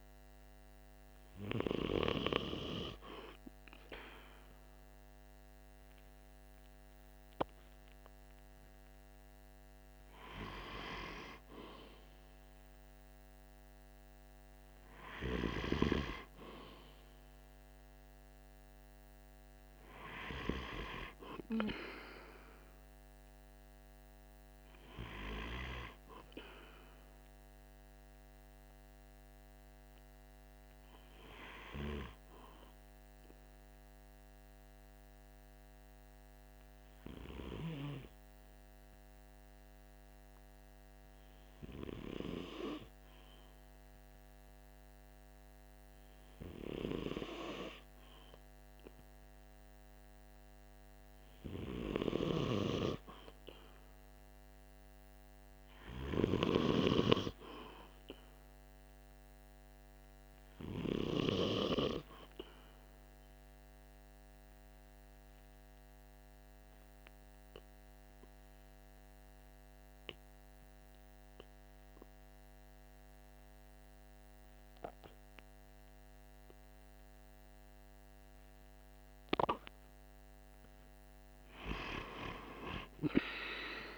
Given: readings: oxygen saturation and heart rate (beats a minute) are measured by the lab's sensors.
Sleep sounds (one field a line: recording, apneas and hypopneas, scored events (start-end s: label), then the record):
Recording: breathing in sleep by a microphone on the trachea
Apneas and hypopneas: 2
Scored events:
28.00-47.50 s: hypopnea (oxygen 94% before, 93% lowest, heart rate 47 before, 46 extreme, up 1 after)
40.50-83.98 s: new sleep stage, N2 (light sleep)
50.00-54.00 s: arousal
62.50-78.50 s: obstructive apnea (oxygen 97% before, 93% lowest, heart rate 48 before, 45 extreme, up 3 after)
81.00-83.98 s: arousal
From the record:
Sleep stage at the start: REM sleep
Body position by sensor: on the right side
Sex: male